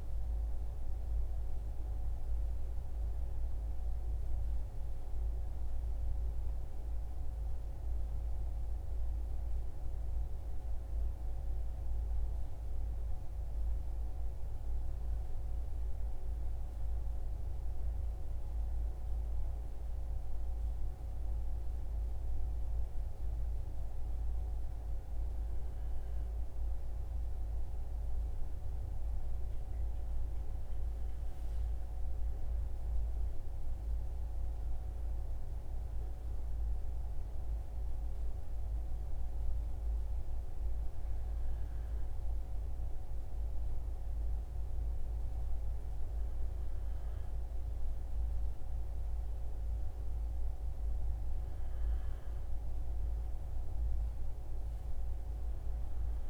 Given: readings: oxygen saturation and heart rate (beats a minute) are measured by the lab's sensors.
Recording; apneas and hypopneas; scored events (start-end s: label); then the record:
breathing in sleep, hard to hear, by a room microphone; none
none scored
From the record:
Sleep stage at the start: N2 (light sleep); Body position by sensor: on the right side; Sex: male